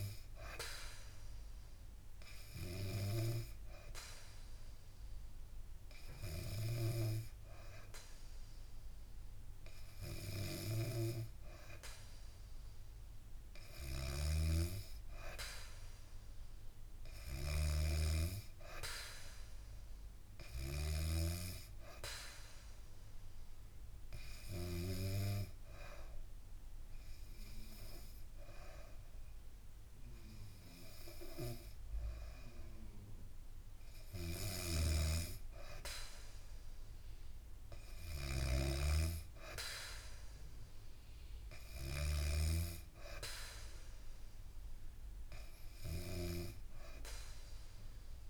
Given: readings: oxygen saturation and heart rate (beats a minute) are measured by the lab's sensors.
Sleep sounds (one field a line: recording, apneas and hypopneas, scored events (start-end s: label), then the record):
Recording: breathing in sleep by a room microphone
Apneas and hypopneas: 2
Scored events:
0.00-13.50 s: oxygen desaturation (device-marked, oxygen 93% lowest, heart rate 67 extreme)
1.00-12.00 s: hypopnea (oxygen 96% before, 93% lowest, heart rate 70 before, 68 extreme, up 4 after)
15.50-18.50 s: arousal
19.50-27.50 s: oxygen desaturation (device-marked, oxygen 96% before, 93% lowest, heart rate 72 before, 67 extreme)
24.00-34.00 s: hypopnea (oxygen 96% before, 92% lowest, heart rate 72 before, 67 extreme, up 1 after)
38.00-41.50 s: arousal
From the record:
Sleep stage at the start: N2 (light sleep)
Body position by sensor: on the back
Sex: female